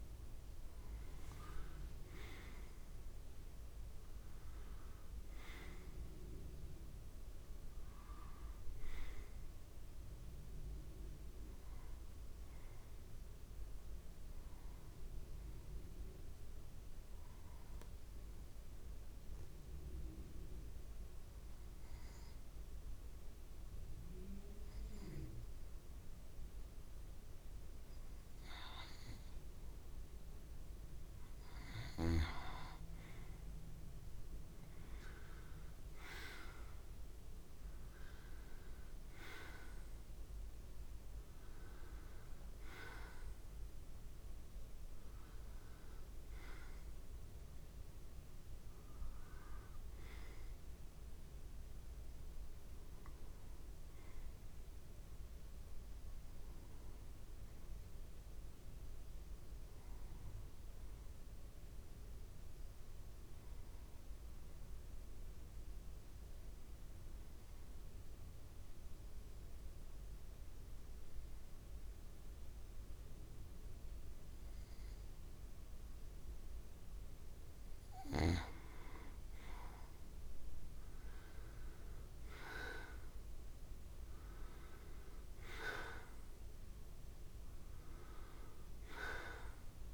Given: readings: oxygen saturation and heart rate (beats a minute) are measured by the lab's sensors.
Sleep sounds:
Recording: breathing in sleep by a room microphone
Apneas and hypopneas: 2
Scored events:
0.00-2.00 s: arousal
7.00-24.00 s: oxygen desaturation (device-marked, oxygen 95% before, 91% lowest, heart rate 66 before, 66 extreme)
18.00-30.00 s: obstructive apnea (oxygen 95% before, 90% lowest, heart rate 66 before, 65 extreme, up 2 after)
33.00-37.50 s: arousal
37.00-58.00 s: oxygen desaturation (device-marked, oxygen 95% before, 90% lowest, heart rate 70 before, 65 extreme)
59.50-62.50 s: arousal
65.00-77.50 s: obstructive apnea (oxygen 96% before, 89% lowest, heart rate 67 before, 65 extreme, up 1 after)
79.00-83.00 s: arousal
80.00-89.93 s: oxygen desaturation (device-marked, oxygen 96% before, 89% lowest, heart rate 65 before, 65 extreme)
From the record:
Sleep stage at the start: N2 (light sleep)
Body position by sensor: on the back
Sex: male

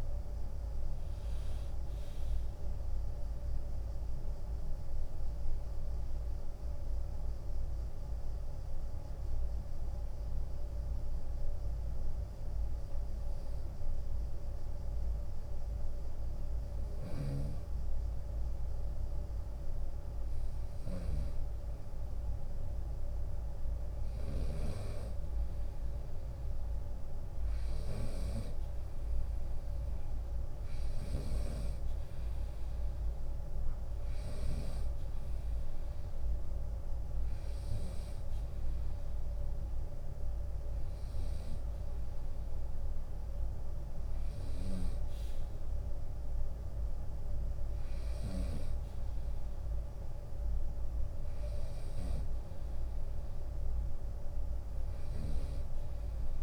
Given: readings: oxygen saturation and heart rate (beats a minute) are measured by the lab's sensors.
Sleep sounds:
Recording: breathing in sleep by a room microphone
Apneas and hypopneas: 1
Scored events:
0.00-1.50 s: drop in pulse transit time (device-marked, heart rate 70 extreme)
0.00-10.50 s: oxygen desaturation (device-marked, oxygen 93% lowest, heart rate 65 extreme)
4.50-19.00 s: hypopnea (oxygen 100% before, 93% lowest, heart rate 83 before, 65 extreme, up 18 after)
16.00-24.00 s: snoring (device-marked)
17.50-25.50 s: drop in pulse transit time (device-marked, heart rate 77 before, 75 extreme)
20.50-24.50 s: arousal
29.50-43.50 s: oxygen desaturation (device-marked, oxygen 100% before, 94% lowest, heart rate 75 before, 63 extreme)
35.50-37.50 s: long interval between heartbeats (device-marked, heart rate 77 before, 76 extreme)
From the record:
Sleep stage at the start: N2 (light sleep)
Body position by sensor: on the right side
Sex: male

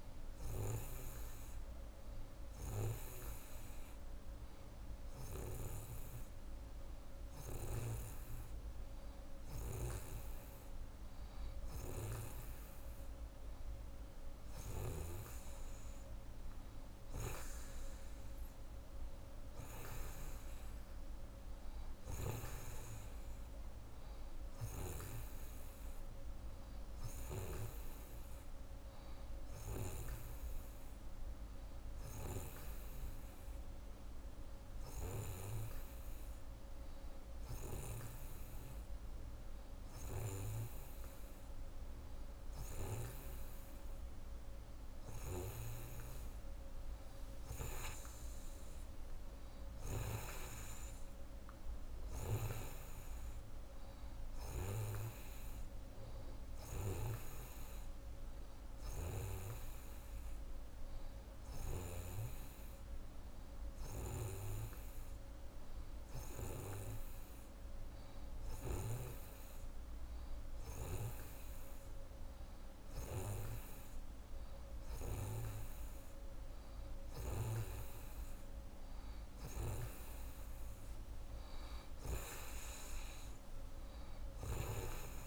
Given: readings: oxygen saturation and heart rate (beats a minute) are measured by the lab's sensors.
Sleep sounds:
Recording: breathing in sleep by a room microphone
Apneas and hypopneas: 1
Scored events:
0.00-1.00 s: oxygen desaturation (device-marked, oxygen 89% lowest)
2.00-14.50 s: hypopnea (oxygen 93% before, 89% lowest, heart rate 102 before, 77 extreme, up 17 after)
15.50-19.00 s: arousal
From the record:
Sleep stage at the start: N2 (light sleep)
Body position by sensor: on the right side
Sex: female

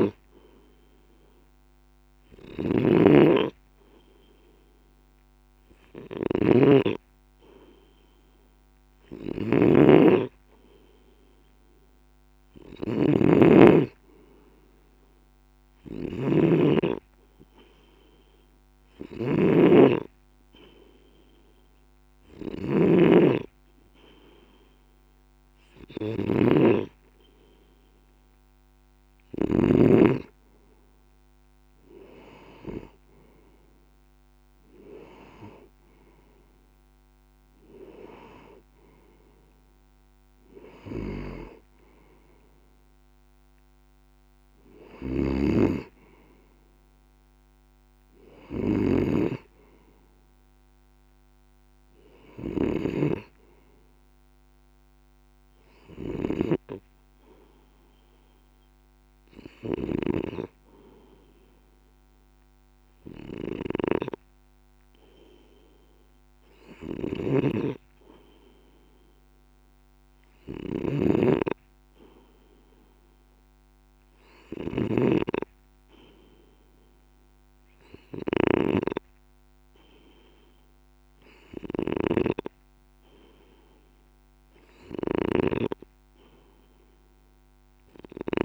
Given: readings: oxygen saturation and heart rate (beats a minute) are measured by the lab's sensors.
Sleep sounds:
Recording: breathing in sleep by a microphone on the trachea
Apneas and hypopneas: none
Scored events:
0.00-29.50 s: snoring (device-marked)
44.50-88.45 s: snoring (device-marked)
From the record:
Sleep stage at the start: N2 (light sleep)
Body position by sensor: on the left side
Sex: male

